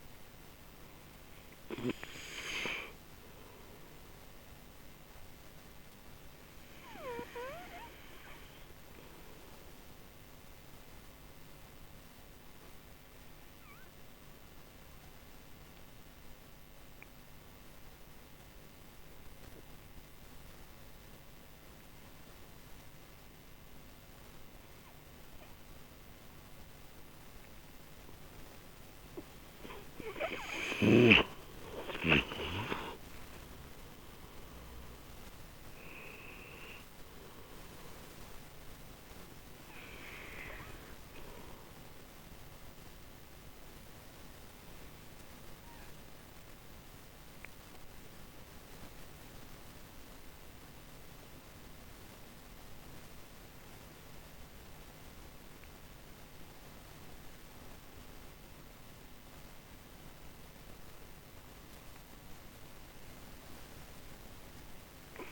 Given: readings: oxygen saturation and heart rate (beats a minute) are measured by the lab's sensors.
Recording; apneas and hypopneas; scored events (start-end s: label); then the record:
breathing in sleep by a microphone on the trachea; none
29.50-61.50 s: oxygen desaturation (device-marked, oxygen 97% before, 89% lowest)
35.00-38.00 s: arousal
From the record:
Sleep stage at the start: N2 (light sleep); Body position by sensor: on the right side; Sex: male